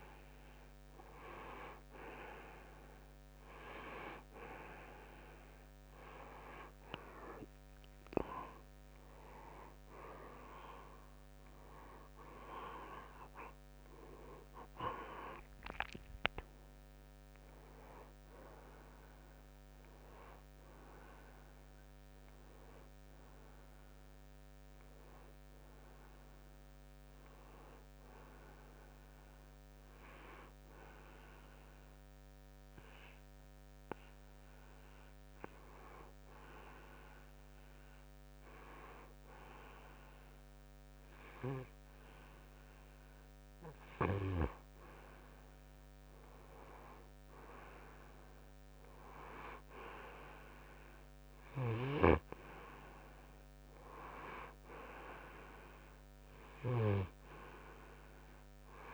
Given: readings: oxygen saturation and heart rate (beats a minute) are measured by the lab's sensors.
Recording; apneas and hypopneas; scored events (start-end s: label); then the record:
breathing in sleep by a microphone on the trachea; 1
8.00-12.00 s: arousal
23.50-58.94 s: new sleep stage, N2 (light sleep)
32.00-45.00 s: hypopnea (oxygen 94% before, 92% lowest, heart rate 65 before, 57 extreme, up 5 after)
48.00-51.50 s: arousal
57.50-58.94 s: oxygen desaturation (device-marked, oxygen 95% before, 92% lowest, heart rate 60 before, 60 extreme)
From the record:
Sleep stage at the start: N1 (lightest sleep); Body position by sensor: on the right side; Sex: male